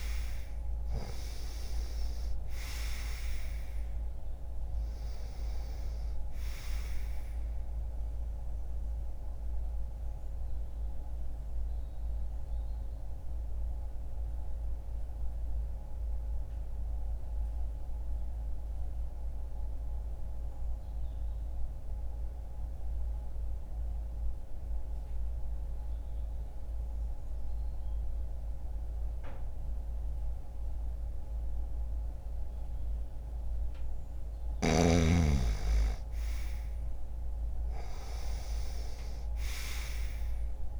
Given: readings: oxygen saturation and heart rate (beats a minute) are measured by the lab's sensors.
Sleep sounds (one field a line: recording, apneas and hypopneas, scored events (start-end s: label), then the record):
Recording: breathing in sleep by a room microphone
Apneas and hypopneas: 1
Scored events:
0.00-15.50 s: oxygen desaturation (device-marked, oxygen 93% lowest, heart rate 59 extreme)
10.00-32.50 s: mixed apnea (oxygen 99% before, 90% lowest, heart rate 61 before, 60 extreme, up 0 after)
22.50-31.50 s: oxygen desaturation (device-marked, oxygen 94% before, 90% lowest, heart rate 61 before, 60 extreme)
34.50-39.00 s: arousal
From the record:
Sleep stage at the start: N2 (light sleep)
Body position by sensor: on the right side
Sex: male